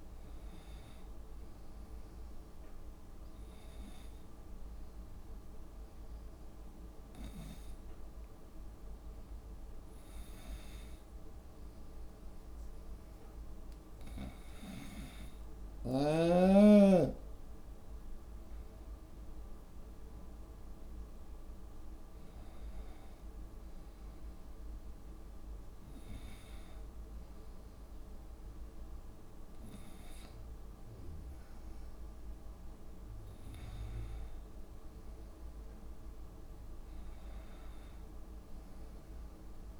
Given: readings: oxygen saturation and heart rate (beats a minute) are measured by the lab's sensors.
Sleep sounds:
breathing in sleep by a room microphone; 1
4.50-15.00 s: hypopnea (oxygen 98% before, 91% lowest, heart rate 75 before, 59 extreme, up 16 after)
8.00-29.00 s: drop in pulse transit time (device-marked, heart rate 74 before, 59 extreme)
18.00-22.00 s: arousal
From the record:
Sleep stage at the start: N2 (light sleep); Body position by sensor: on the right side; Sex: female

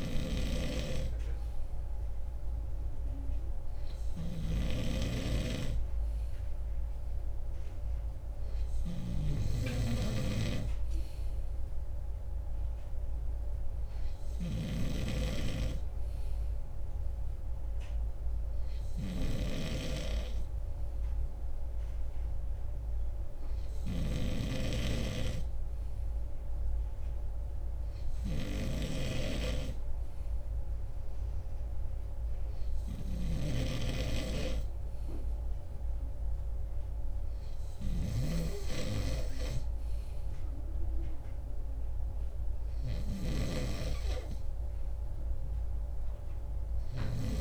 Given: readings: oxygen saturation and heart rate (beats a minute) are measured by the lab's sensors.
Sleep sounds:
breathing in sleep by a room microphone; none
none scored
From the record:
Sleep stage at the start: N2 (light sleep); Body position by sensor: on the right side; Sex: male

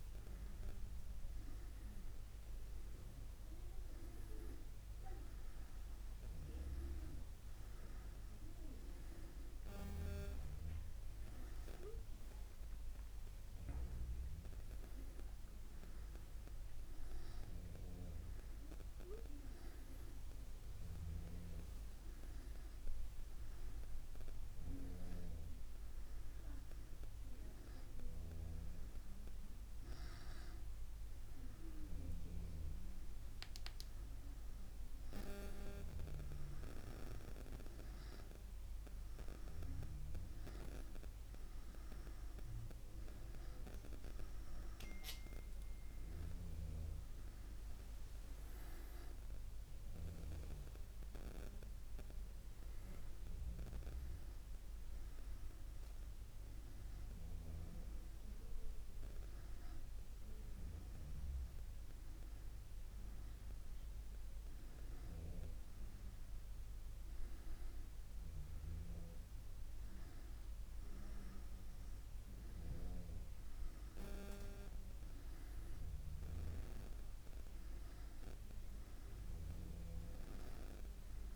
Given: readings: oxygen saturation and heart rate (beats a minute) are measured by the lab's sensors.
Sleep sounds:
breathing in sleep by a room microphone; none
2.50-81.36 s: new sleep stage, N2 (light sleep)
From the record:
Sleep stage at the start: N1 (lightest sleep); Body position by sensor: on the back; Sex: male

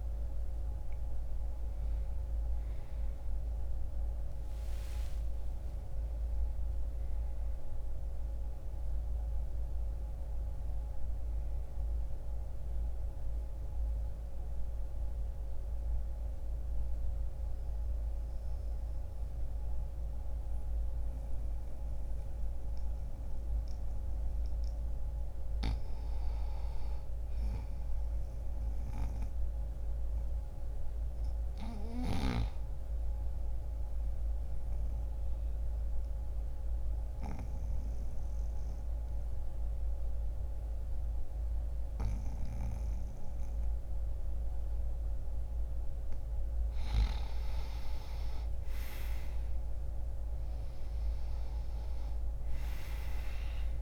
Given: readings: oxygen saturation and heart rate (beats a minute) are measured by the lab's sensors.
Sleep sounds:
breathing in sleep by a room microphone; 2
0.00-23.00 s: oxygen desaturation (device-marked, oxygen 86% lowest, heart rate 39 extreme)
3.50-7.50 s: arousal
12.00-23.50 s: central apnea (oxygen 95% before, 86% lowest, heart rate 53 before, 61 extreme, up 0 after)
34.00-45.00 s: obstructive apnea (oxygen 97% before, 87% lowest, heart rate 66 before, 54 extreme, up 5 after)
39.00-53.82 s: oxygen desaturation (device-marked, oxygen 97% before, 87% lowest, heart rate 65 before, 32 extreme)
47.00-51.00 s: arousal
From the record:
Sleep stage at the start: N2 (light sleep); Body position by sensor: on the back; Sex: male

